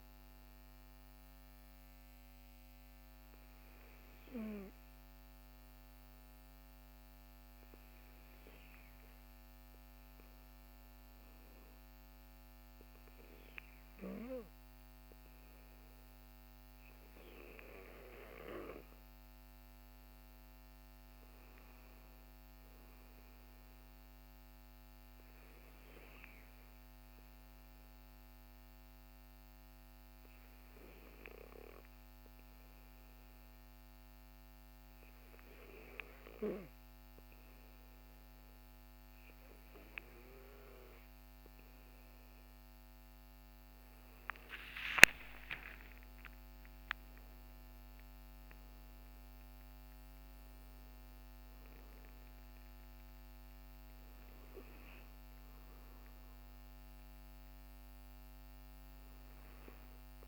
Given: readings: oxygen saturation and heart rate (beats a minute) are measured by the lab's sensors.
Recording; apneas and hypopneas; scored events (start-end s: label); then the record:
breathing in sleep by a microphone on the trachea; 2
7.00-18.50 s: obstructive apnea (oxygen 97% before, 95% lowest, heart rate 55 before, 48 extreme, up 13 after)
20.50-24.00 s: arousal
29.00-41.50 s: hypopnea (oxygen 97% before, 95% lowest, heart rate 61 before, 50 extreme, up 24 after)
44.00-49.00 s: arousal
From the record:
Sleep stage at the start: N2 (light sleep); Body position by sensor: on the back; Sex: male